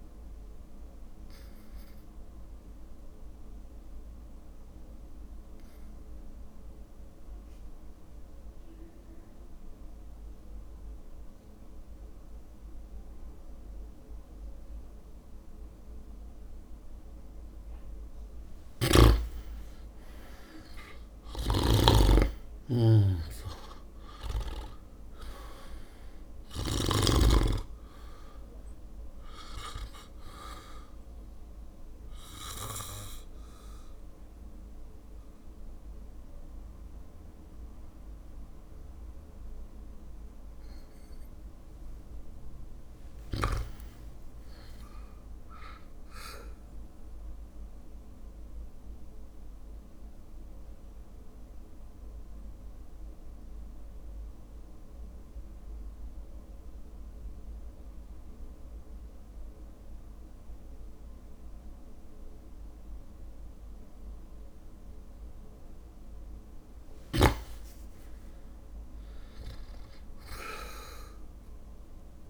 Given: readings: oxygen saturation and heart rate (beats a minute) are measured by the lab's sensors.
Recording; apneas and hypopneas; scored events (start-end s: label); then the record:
breathing in sleep by a room microphone; 3
1.50-18.00 s: obstructive apnea (oxygen 99% before, 94% lowest, heart rate 59 before, 56 extreme, up 6 after)
20.00-24.00 s: arousal
21.00-27.00 s: snoring (device-marked)
25.50-38.50 s: drop in pulse transit time (device-marked, heart rate 59 before, 57 extreme)
32.00-42.50 s: obstructive apnea (oxygen 99% before, 94% lowest, heart rate 60 before, 54 extreme, up 6 after)
35.50-53.50 s: oxygen desaturation (device-marked, oxygen 98% before, 94% lowest, heart rate 60 before, 54 extreme)
43.50-46.00 s: arousal
48.50-65.00 s: obstructive apnea (oxygen 98% before, 97% lowest, heart rate 59 before, 54 extreme, up 7 after)
68.00-71.00 s: arousal
From the record:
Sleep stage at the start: N2 (light sleep); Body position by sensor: on the back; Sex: male